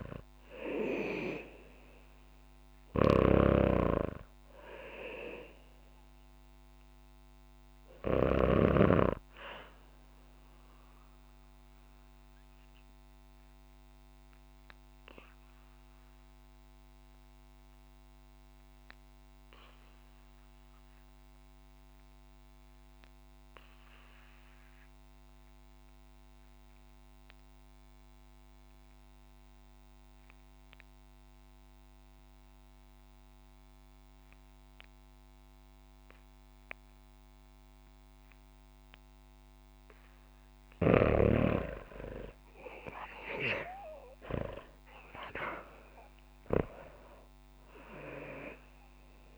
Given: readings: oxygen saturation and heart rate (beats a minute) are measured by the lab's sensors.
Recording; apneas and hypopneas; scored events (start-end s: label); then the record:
breathing in sleep by a microphone on the trachea; 1
0.00-8.50 s: snoring (device-marked)
0.00-21.00 s: oxygen desaturation (device-marked, oxygen 83% lowest, heart rate 50 extreme)
11.50-40.00 s: obstructive apnea (oxygen 98% before, 80% lowest, heart rate 57 before, 50 extreme, up 11 after)
31.00-49.38 s: oxygen desaturation (device-marked, oxygen 98% before, 80% lowest, heart rate 59 before, 50 extreme)
41.50-46.00 s: arousal
From the record:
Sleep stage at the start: REM sleep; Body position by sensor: on the back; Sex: female